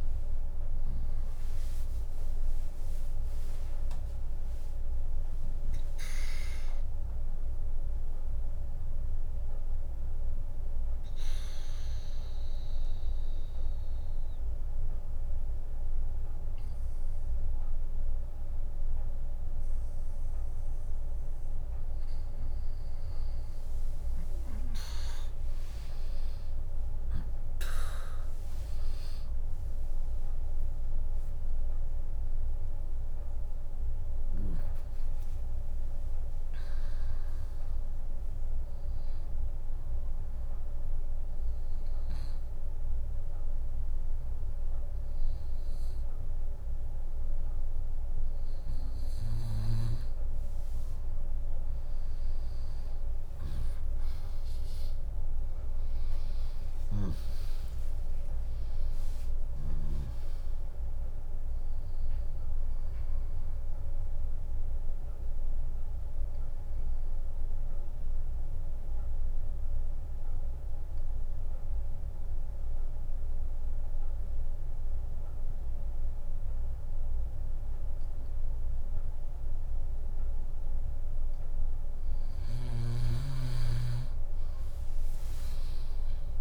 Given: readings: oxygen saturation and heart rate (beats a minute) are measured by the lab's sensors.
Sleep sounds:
a person partly awake in a sleep study, by a room microphone; 3
0.00-3.00 s: drop in pulse transit time (device-marked, heart rate 76 extreme)
0.00-8.00 s: oxygen desaturation (device-marked, oxygen 95% lowest, heart rate 57 extreme)
3.00-5.00 s: long interval between heartbeats (device-marked, heart rate 108 before, 100 extreme)
8.00-22.00 s: obstructive apnea (oxygen 100% before, 96% lowest, heart rate 112 before, 57 extreme)
12.00-86.41 s: new sleep stage, N2 (light sleep)
21.00-24.00 s: bradycardia (device-marked, heart rate 74 before, 64 extreme)
26.50-32.50 s: arousal
32.00-44.00 s: drop in pulse transit time (device-marked, heart rate 71 before, 77 extreme)
34.00-51.00 s: oxygen desaturation (device-marked, oxygen 99% before, 96% lowest, heart rate 71 before, 62 extreme)
40.50-51.00 s: hypopnea (oxygen 100% before, 96% lowest, heart rate 74 before, 62 extreme, up 7 after)
53.50-59.00 s: arousal
58.00-68.00 s: drop in pulse transit time (device-marked, heart rate 72 before, 67 extreme)
63.50-82.00 s: mixed apnea (oxygen 99% before, 96% lowest, heart rate 69 before, 61 extreme, up 0 after)
85.00-86.41 s: arousal
From the record:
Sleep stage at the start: awake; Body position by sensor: on the back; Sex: female

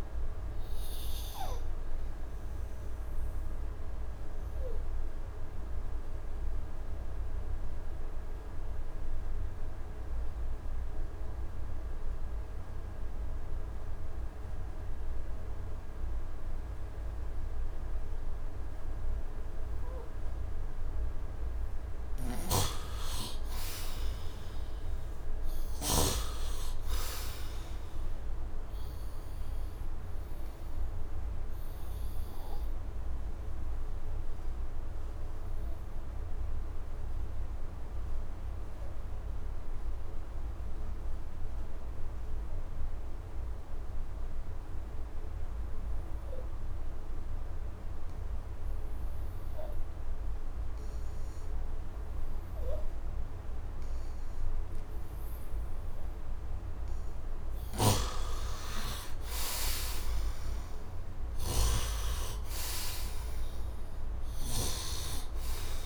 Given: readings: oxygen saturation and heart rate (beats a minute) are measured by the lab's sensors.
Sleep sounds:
breathing in sleep by a room microphone; 2
0.00-10.50 s: oxygen desaturation (device-marked, oxygen 84% lowest, heart rate 69 extreme)
0.50-65.85 s: new sleep stage, N2 (light sleep)
2.00-23.00 s: obstructive apnea (oxygen 99% before, 78% lowest, heart rate 78 before, 69 extreme, up 8 after)
19.50-44.50 s: oxygen desaturation (device-marked, oxygen 99% before, 83% lowest, heart rate 74 before, 72 extreme)
22.00-26.00 s: snoring (device-marked)
24.50-27.00 s: arousal
29.00-55.50 s: obstructive apnea (oxygen 99% before, 76% lowest, heart rate 75 before, 71 extreme, up 34 after)
50.50-65.85 s: oxygen desaturation (device-marked, oxygen 99% before, 78% lowest, heart rate 75 before, 71 extreme)
57.00-64.50 s: snoring (device-marked)
57.50-61.50 s: arousal
From the record:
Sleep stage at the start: N1 (lightest sleep); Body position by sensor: on the right side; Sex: male

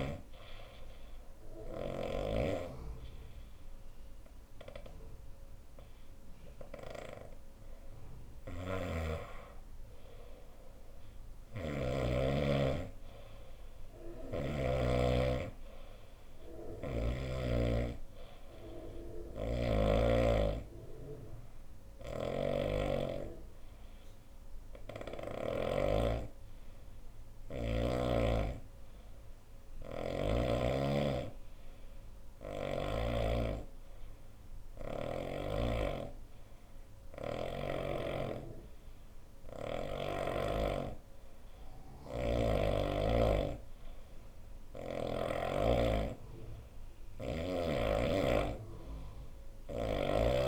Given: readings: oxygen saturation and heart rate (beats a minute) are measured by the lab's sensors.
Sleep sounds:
breathing in sleep by a room microphone; 1
0.00-10.00 s: oxygen desaturation (device-marked, oxygen 91% lowest, heart rate 66 extreme)
7.50-11.50 s: snoring (device-marked)
18.50-25.00 s: snoring (device-marked)
20.50-41.50 s: hypopnea (oxygen 97% before, 89% lowest, heart rate 69 before, 66 extreme, up 5 after)
34.00-50.48 s: oxygen desaturation (device-marked, oxygen 95% before, 89% lowest, heart rate 68 before, 63 extreme)
From the record:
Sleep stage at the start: N2 (light sleep); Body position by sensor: on the right side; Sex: female

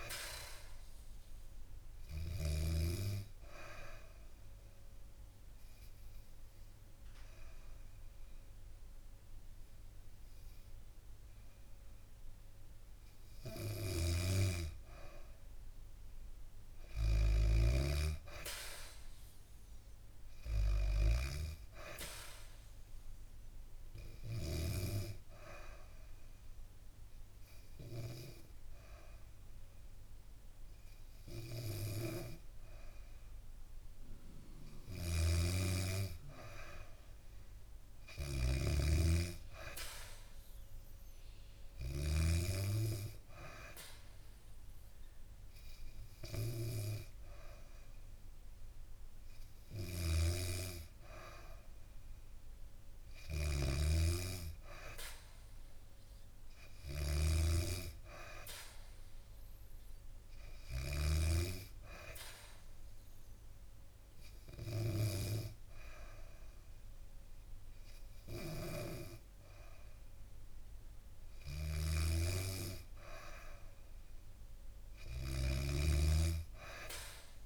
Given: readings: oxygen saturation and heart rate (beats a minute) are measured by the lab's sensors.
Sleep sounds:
breathing in sleep by a room microphone; 3
0.00-1.00 s: arousal
2.50-16.50 s: oxygen desaturation (device-marked, oxygen 96% before, 93% lowest, heart rate 71 before, 67 extreme)
3.50-14.50 s: obstructive apnea (oxygen 97% before, 93% lowest, heart rate 71 before, 67 extreme, up 3 after)
19.00-22.00 s: arousal
23.50-37.50 s: oxygen desaturation (device-marked, oxygen 97% before, 93% lowest, heart rate 69 before, 67 extreme)
24.00-34.50 s: obstructive apnea (oxygen 97% before, 93% lowest, heart rate 69 before, 67 extreme, up 1 after)
34.50-42.00 s: snoring (device-marked)
37.50-40.50 s: arousal
49.50-61.00 s: snoring (device-marked)
58.50-65.50 s: oxygen desaturation (device-marked, oxygen 96% before, 94% lowest, heart rate 69 before, 69 extreme)
62.50-72.50 s: hypopnea (oxygen 97% before, 92% lowest, heart rate 70 before, 69 extreme, up 1 after)
71.50-77.46 s: snoring (device-marked)
75.00-77.46 s: arousal
From the record:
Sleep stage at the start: N2 (light sleep); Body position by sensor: on the back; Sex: female

